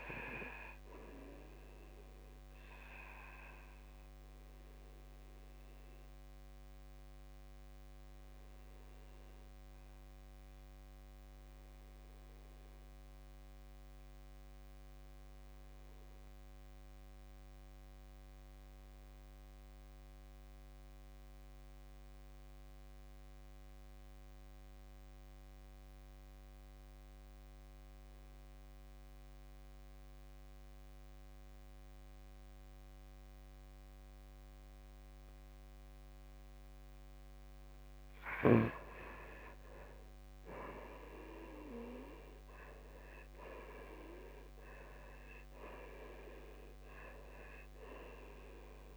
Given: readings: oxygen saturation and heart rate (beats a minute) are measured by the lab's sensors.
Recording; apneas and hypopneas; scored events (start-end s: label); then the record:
breathing in sleep by a microphone on the trachea; 1
0.00-16.00 s: oxygen desaturation (device-marked, oxygen 81% lowest, heart rate 53 extreme)
3.00-36.00 s: obstructive apnea (oxygen 98% before, 78% lowest, heart rate 66 before, 53 extreme, up 12 after)
31.00-48.97 s: oxygen desaturation (device-marked, oxygen 99% before, 78% lowest, heart rate 56 before, 58 extreme)
38.00-42.00 s: arousal
From the record:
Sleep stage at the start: N2 (light sleep); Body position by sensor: on the back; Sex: male